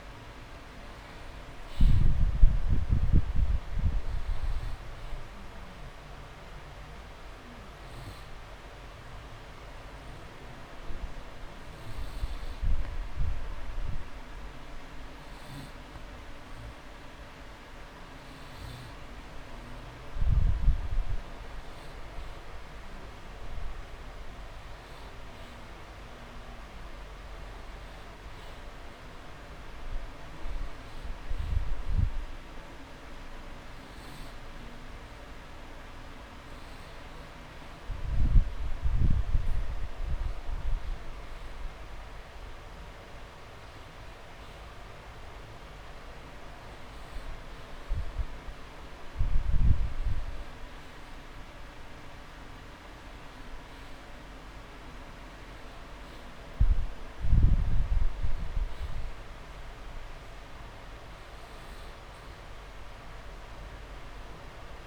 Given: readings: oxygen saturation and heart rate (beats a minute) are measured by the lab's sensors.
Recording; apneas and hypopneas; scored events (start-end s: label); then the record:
breathing in sleep, hard to hear, by a room microphone; 1
0.00-2.00 s: arousal
4.00-23.00 s: oxygen desaturation (device-marked, oxygen 96% before, 92% lowest)
8.00-18.50 s: hypopnea (oxygen 96% before, 92% lowest)
19.50-23.00 s: arousal
40.00-49.00 s: drop in pulse transit time (device-marked)
56.50-58.50 s: long interval between heartbeats (device-marked)
From the record:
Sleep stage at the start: N2 (light sleep); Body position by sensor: on the back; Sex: male